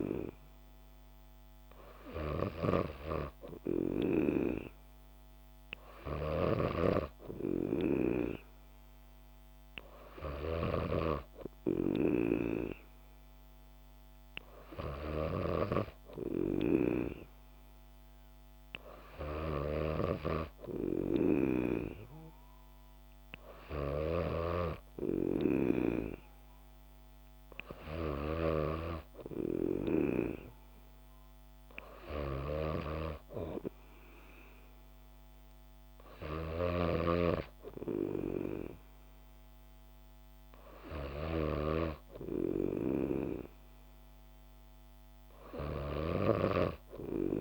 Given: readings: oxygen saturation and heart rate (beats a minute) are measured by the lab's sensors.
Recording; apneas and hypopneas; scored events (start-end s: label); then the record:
breathing in sleep by a microphone on the trachea; none
2.50-11.00 s: snoring (device-marked)
19.50-47.41 s: snoring (device-marked)
From the record:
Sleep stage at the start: N3 (deep sleep); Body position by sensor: on the back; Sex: female